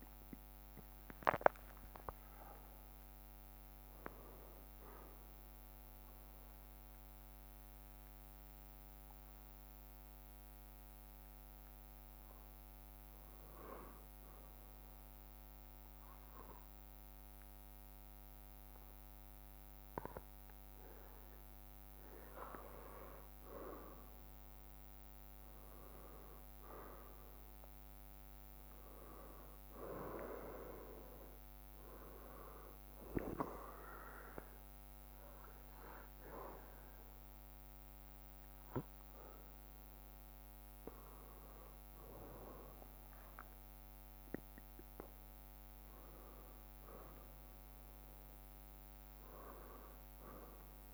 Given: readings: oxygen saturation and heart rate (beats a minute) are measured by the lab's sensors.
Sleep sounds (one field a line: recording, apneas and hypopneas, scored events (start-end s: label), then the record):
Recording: breathing in sleep by a microphone on the trachea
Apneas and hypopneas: 1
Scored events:
25.00-29.50 s: arousal
32.50-44.00 s: hypopnea (oxygen 97% before, 95% lowest, heart rate 62 before, 61 extreme, up 9 after)
44.50-50.94 s: new sleep stage, N1 (lightest sleep)
From the record:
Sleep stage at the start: N2 (light sleep)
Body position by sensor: on the back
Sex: male